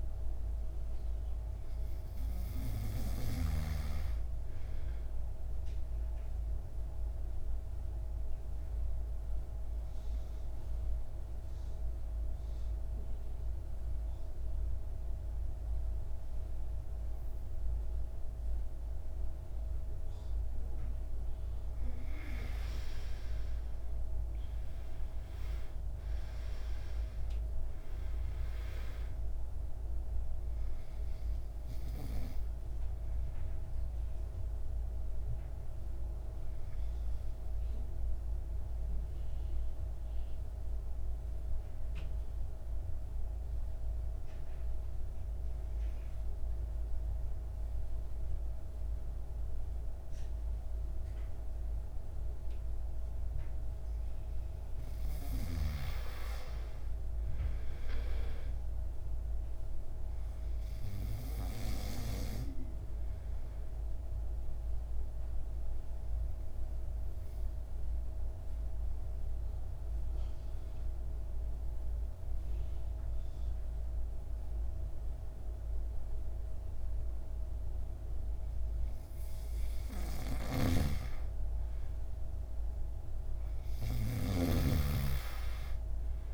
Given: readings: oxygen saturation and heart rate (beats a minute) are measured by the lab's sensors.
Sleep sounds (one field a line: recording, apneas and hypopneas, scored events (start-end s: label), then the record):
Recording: breathing in sleep by a room microphone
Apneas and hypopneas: 3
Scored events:
0.00-1.00 s: oxygen desaturation (device-marked, oxygen 87% lowest, heart rate 52 extreme)
0.00-1.50 s: arousal
5.50-19.50 s: obstructive apnea (oxygen 99% before, 88% lowest, heart rate 55 before, 52 extreme, up 12 after)
12.00-20.00 s: oxygen desaturation (device-marked, oxygen 99% before, 95% lowest, heart rate 55 before, 52 extreme)
24.50-28.00 s: arousal
29.00-52.00 s: oxygen desaturation (device-marked, oxygen 96% before, 88% lowest, heart rate 58 before, 52 extreme)
32.00-54.50 s: obstructive apnea (oxygen 99% before, 88% lowest, heart rate 59 before, 52 extreme, up 7 after)
55.50-58.00 s: arousal
60.00-80.00 s: oxygen desaturation (device-marked, oxygen 99% before, 92% lowest, heart rate 56 before, 54 extreme)
61.00-79.00 s: obstructive apnea (oxygen 99% before, 90% lowest, heart rate 57 before, 54 extreme, up 6 after)
82.50-86.00 s: arousal
From the record:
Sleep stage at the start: N2 (light sleep)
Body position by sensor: on the back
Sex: male